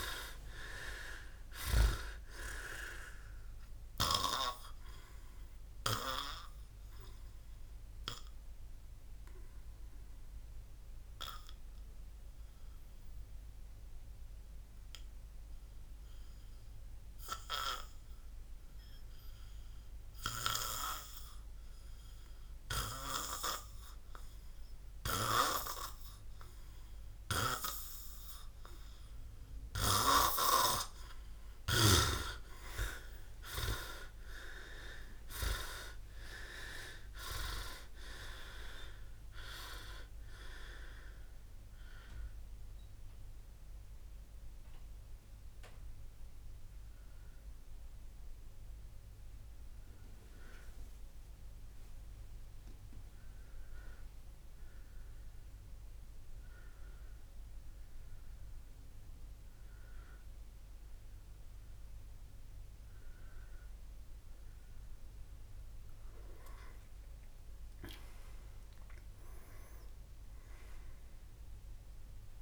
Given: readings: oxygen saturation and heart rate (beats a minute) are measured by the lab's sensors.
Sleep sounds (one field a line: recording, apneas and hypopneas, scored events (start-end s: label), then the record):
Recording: breathing in sleep by a room microphone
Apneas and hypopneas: 1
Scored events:
0.00-1.00 s: arousal
9.00-24.00 s: obstructive apnea (oxygen 100% before, 90% lowest, heart rate 123 before, 56 extreme, up 10 after)
11.50-30.50 s: oxygen desaturation (device-marked, oxygen 99% before, 94% lowest, heart rate 118 before, 59 extreme)
32.00-36.50 s: arousal
36.50-40.50 s: oxygen desaturation (device-marked, oxygen 98% before, 94% lowest, heart rate 66 before, 59 extreme)
42.50-67.50 s: oxygen desaturation (device-marked, oxygen 98% before, 90% lowest, heart rate 74 before, 60 extreme)
52.50-72.42 s: new sleep stage, N1 (lightest sleep)
67.50-72.42 s: arousal
From the record:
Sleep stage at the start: N2 (light sleep)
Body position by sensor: on the back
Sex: male